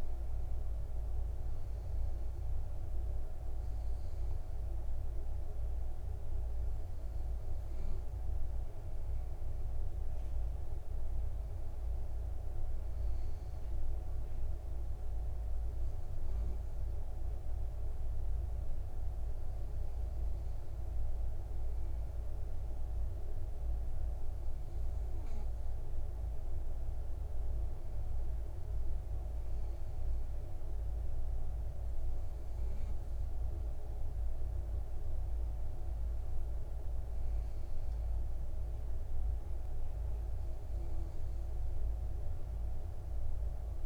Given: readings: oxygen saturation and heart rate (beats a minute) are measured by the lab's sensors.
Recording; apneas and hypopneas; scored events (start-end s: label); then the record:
breathing in sleep, hard to hear, by a room microphone; none
0.00-3.00 s: arousal
0.50-16.50 s: oxygen desaturation (device-marked, oxygen 97% before, 93% lowest, heart rate 57 before, 55 extreme)
From the record:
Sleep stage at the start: N2 (light sleep); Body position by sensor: on the back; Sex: male